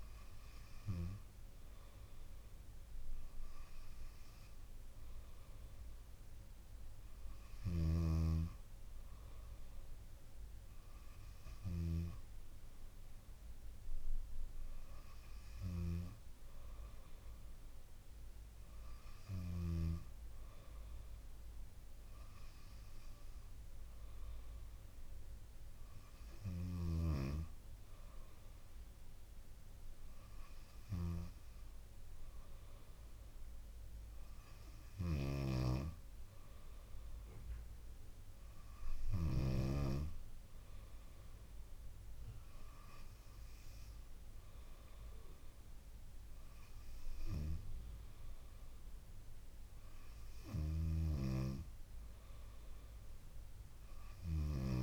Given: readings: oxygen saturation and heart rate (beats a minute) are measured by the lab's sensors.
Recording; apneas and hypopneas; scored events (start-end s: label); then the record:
breathing in sleep by a room microphone; none
7.50-20.00 s: snoring (device-marked)
35.00-39.50 s: snoring (device-marked)
50.50-54.82 s: snoring (device-marked)
From the record:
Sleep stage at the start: N2 (light sleep); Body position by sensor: on the back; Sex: female